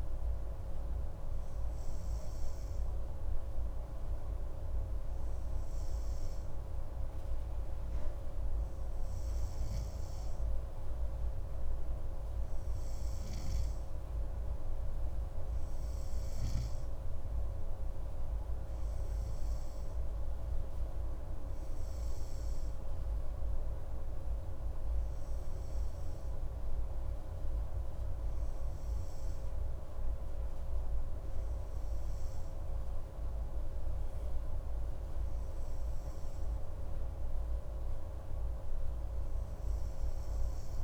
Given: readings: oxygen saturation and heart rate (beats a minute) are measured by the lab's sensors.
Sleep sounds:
breathing in sleep, hard to hear, by a room microphone; none
none scored
From the record:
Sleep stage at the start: N2 (light sleep); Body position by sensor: on the right side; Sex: male

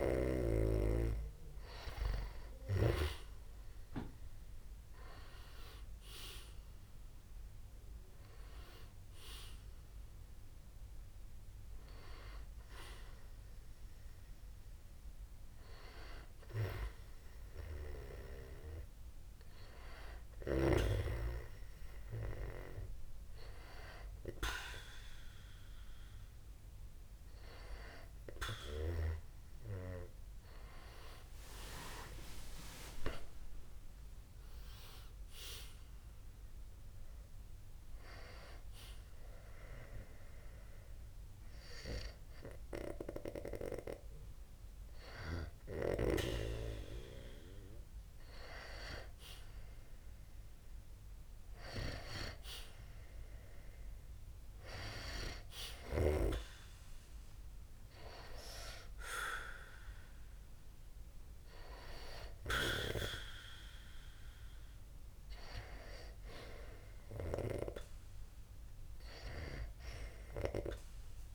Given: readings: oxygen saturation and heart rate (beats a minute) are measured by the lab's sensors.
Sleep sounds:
breathing in sleep by a room microphone; 1
30.00-33.00 s: arousal
38.50-48.50 s: hypopnea (oxygen 93% before, 91% lowest, heart rate 63 before, 53 extreme, up 8 after)
53.50-56.50 s: arousal
From the record:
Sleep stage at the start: N2 (light sleep); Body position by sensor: on the back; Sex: male

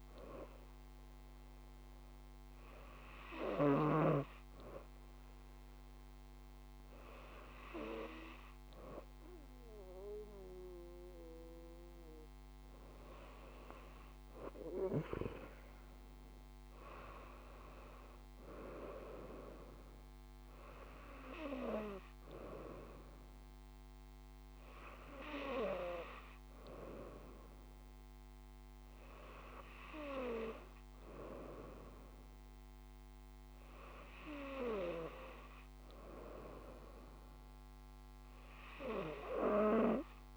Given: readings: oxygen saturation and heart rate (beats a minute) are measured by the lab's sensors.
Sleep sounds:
breathing in sleep by a microphone on the trachea; none
0.00-4.50 s: snoring (device-marked)
From the record:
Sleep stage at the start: N2 (light sleep); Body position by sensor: on the right side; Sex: female

